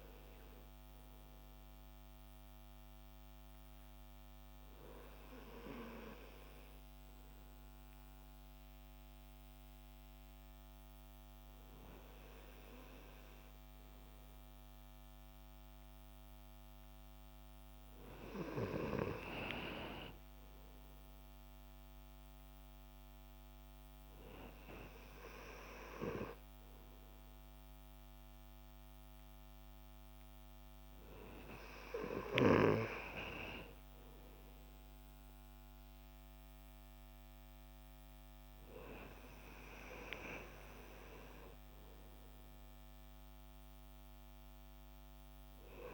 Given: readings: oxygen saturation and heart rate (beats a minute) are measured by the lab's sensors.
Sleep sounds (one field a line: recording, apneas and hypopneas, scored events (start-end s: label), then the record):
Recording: breathing in sleep by a microphone on the trachea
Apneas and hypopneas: none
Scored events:
none scored
From the record:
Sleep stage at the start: N2 (light sleep)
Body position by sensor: on the back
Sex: male